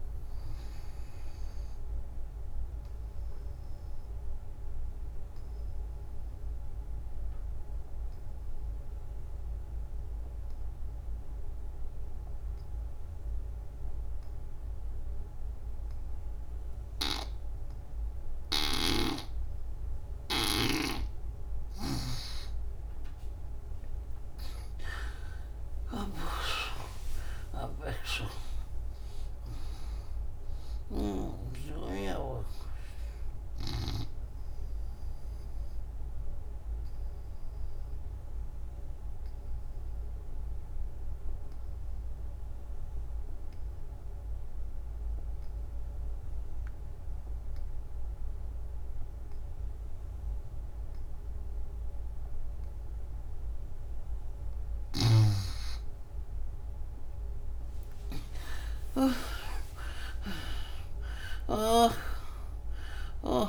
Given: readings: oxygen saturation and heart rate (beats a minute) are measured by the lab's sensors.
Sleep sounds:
breathing in sleep by a room microphone; 2
0.00-11.50 s: oxygen desaturation (device-marked, oxygen 75% lowest, heart rate 66 extreme)
2.00-20.00 s: obstructive apnea (oxygen 98% before, 73% lowest, heart rate 83 before, 66 extreme, up 22 after)
18.50-31.50 s: snoring (device-marked)
18.50-50.50 s: oxygen desaturation (device-marked, oxygen 99% before, 74% lowest, heart rate 82 before, 69 extreme)
22.00-25.00 s: arousal
35.00-54.00 s: obstructive apnea (oxygen 99% before, 73% lowest, heart rate 80 before, 69 extreme, up 22 after)
52.50-63.49 s: oxygen desaturation (device-marked, oxygen 97% before, 73% lowest, heart rate 79 before, 76 extreme)
56.00-60.50 s: arousal
From the record:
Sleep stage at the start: N2 (light sleep); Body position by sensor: on the back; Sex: female

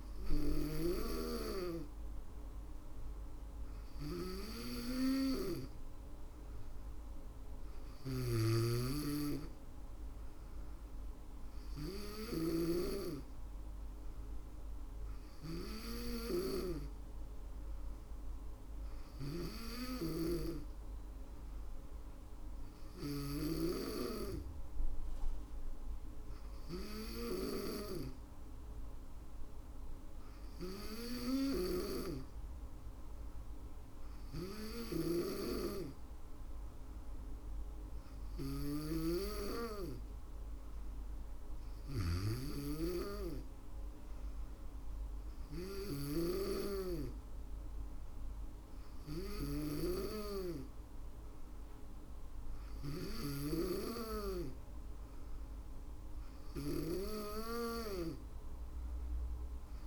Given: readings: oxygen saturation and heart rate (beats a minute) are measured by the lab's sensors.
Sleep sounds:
breathing in sleep by a room microphone; none
0.00-5.50 s: drop in pulse transit time (device-marked, heart rate 61 extreme)
7.00-11.50 s: snoring (device-marked)
18.00-22.50 s: snoring (device-marked)
37.50-59.87 s: snoring (device-marked)
50.50-59.87 s: drop in pulse transit time (device-marked, heart rate 63 before, 60 extreme)
From the record:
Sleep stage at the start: N2 (light sleep); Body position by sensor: on the back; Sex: female

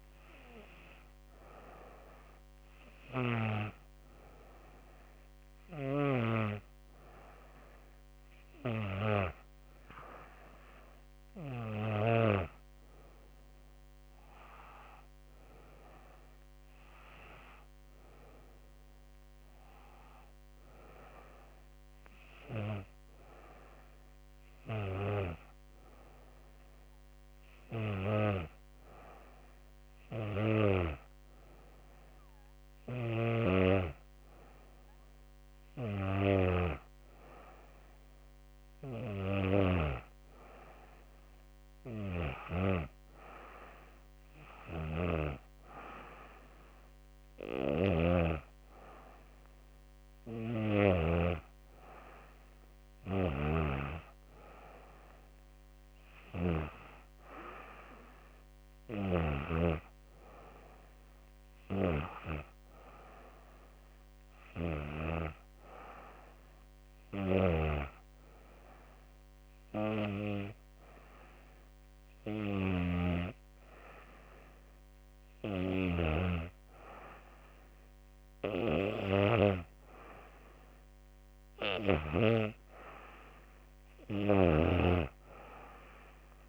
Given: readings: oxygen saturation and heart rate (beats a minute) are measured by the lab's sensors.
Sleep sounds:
breathing in sleep by a microphone on the trachea; 1
46.50-50.00 s: snoring (device-marked)
66.50-77.50 s: hypopnea (oxygen 94% before, 88% lowest, heart rate 78 before, 73 extreme, up 1 after)
81.00-84.50 s: arousal
83.00-86.48 s: snoring (device-marked)
From the record:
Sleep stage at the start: N2 (light sleep); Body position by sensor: on the back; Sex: female

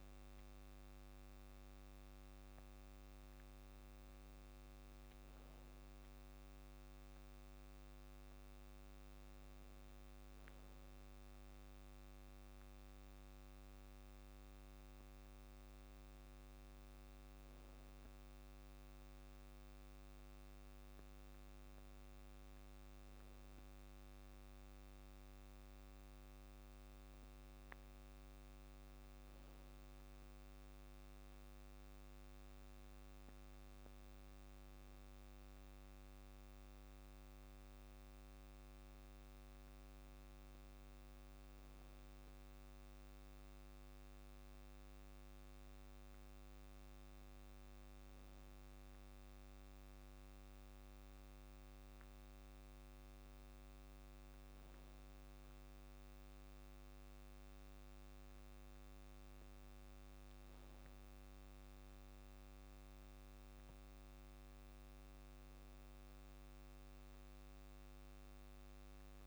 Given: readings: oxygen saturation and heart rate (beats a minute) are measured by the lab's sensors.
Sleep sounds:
breathing in sleep, hard to hear, by a microphone on the trachea; none
none scored
From the record:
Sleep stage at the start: N2 (light sleep); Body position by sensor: on the back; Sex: male

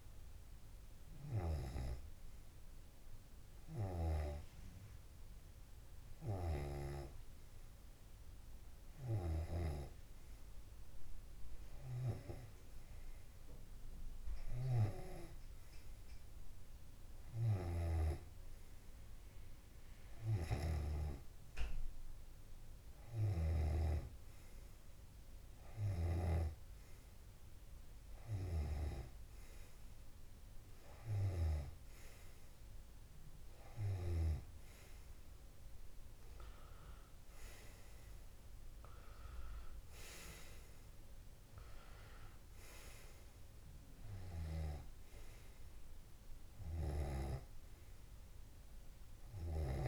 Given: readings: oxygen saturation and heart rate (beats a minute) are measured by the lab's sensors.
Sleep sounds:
breathing in sleep by a room microphone; none
5.50-7.50 s: long interval between heartbeats (device-marked)
25.00-27.00 s: long interval between heartbeats (device-marked)
From the record:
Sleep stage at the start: N2 (light sleep); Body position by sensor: on the left side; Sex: male

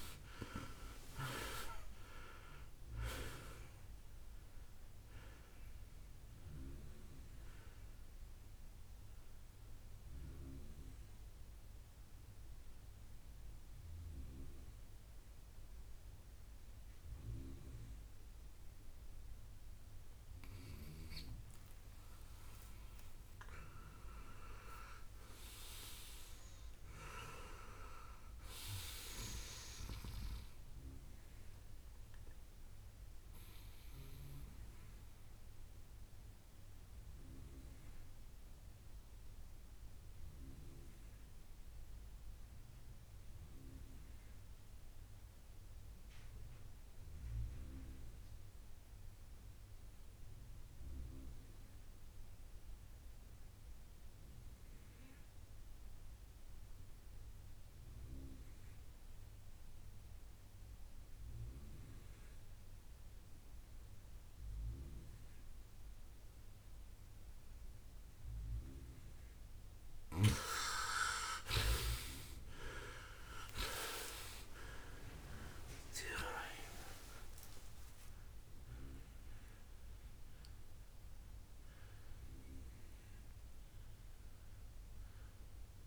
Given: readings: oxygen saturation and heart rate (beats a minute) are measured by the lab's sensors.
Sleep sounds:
breathing in sleep by a room microphone; 1
0.00-23.50 s: oxygen desaturation (device-marked, oxygen 64% lowest, heart rate 57 extreme)
24.50-28.50 s: arousal
32.50-71.50 s: obstructive apnea (oxygen 99% before, 78% lowest, heart rate 79 before, 56 extreme, up 36 after)
53.50-85.87 s: oxygen desaturation (device-marked, oxygen 97% before, 78% lowest, heart rate 68 before, 56 extreme)
73.50-78.00 s: arousal
77.00-79.00 s: long interval between heartbeats (device-marked, heart rate 62 before, 90 extreme)
From the record:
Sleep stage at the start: N2 (light sleep); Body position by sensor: on the right side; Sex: male

